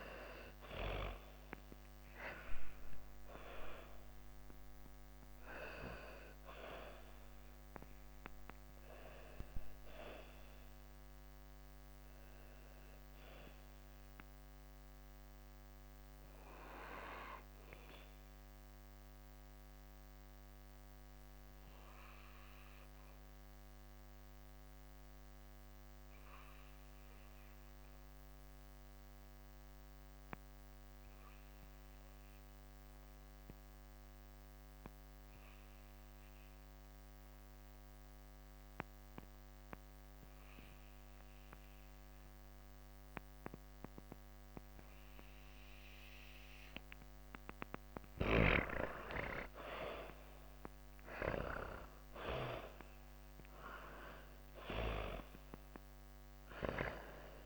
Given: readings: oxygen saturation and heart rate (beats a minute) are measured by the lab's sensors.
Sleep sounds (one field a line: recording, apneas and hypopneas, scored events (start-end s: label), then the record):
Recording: breathing in sleep by a microphone on the trachea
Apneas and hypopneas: 1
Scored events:
0.00-2.00 s: arousal
0.00-24.00 s: oxygen desaturation (device-marked, oxygen 98% before, 89% lowest)
10.50-45.00 s: obstructive apnea (oxygen 98% before, 84% lowest)
39.00-57.46 s: oxygen desaturation (device-marked, oxygen 99% before, 84% lowest)
48.50-52.00 s: arousal
From the record:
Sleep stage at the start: N2 (light sleep)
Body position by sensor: on the back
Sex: female